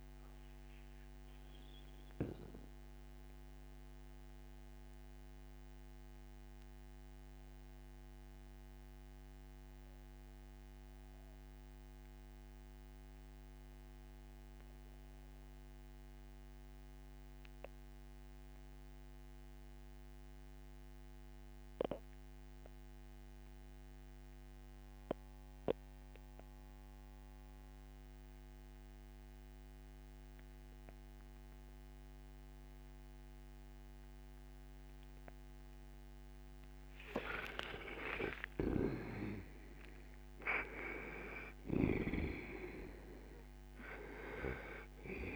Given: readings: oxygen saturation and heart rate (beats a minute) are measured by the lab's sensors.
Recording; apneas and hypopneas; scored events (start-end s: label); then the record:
breathing in sleep by a microphone on the trachea; 1
0.00-17.00 s: oxygen desaturation (device-marked, oxygen 87% lowest, heart rate 58 extreme)
0.50-37.00 s: mixed apnea (oxygen 98% before, 79% lowest, heart rate 66 before, 58 extreme, up 25 after)
29.00-45.36 s: oxygen desaturation (device-marked, oxygen 97% before, 79% lowest, heart rate 65 before, 58 extreme)
38.50-43.50 s: arousal
From the record:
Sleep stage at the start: N2 (light sleep); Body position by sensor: on the right side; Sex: male